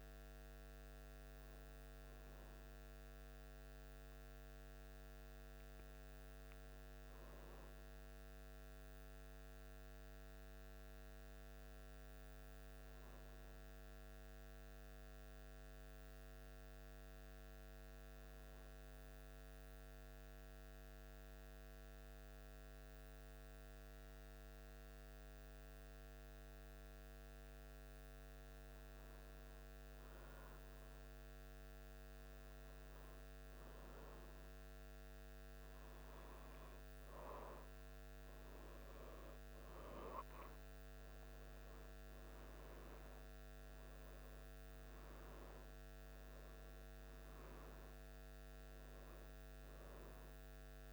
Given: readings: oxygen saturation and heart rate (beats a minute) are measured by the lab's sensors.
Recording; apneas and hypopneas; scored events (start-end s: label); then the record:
a person partly awake in a sleep study, hard to hear, by a microphone on the trachea; 1
6.50-50.93 s: new sleep stage, N1 (lightest sleep)
8.50-28.00 s: hypopnea (oxygen 96% before, 90% lowest, heart rate 78 before, 75 extreme, up 0 after)
31.00-34.00 s: arousal
43.50-50.93 s: oxygen desaturation (device-marked, oxygen 96% before, 90% lowest, heart rate 76 before, 73 extreme)
From the record:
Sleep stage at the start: awake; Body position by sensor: on the back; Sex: male